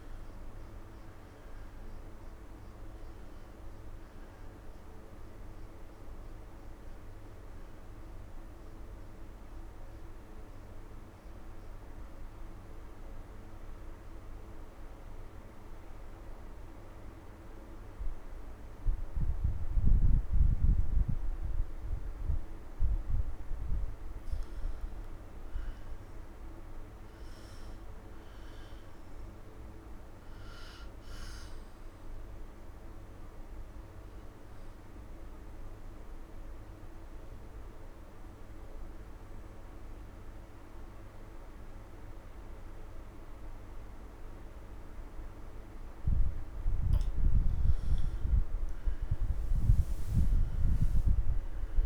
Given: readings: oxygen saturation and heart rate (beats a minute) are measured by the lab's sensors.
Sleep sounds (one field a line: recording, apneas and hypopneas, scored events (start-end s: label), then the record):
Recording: breathing in sleep, hard to hear, by a room microphone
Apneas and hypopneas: 2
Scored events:
0.00-1.00 s: arousal
0.00-19.50 s: oxygen desaturation (device-marked, oxygen 90% lowest)
8.00-23.00 s: obstructive apnea (oxygen 99% before, 90% lowest)
24.50-28.00 s: arousal
32.50-43.50 s: oxygen desaturation (device-marked, oxygen 97% before, 92% lowest)
33.50-44.50 s: obstructive apnea (oxygen 99% before, 92% lowest)
49.00-51.86 s: arousal
From the record:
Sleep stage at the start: N2 (light sleep)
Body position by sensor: on the right side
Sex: male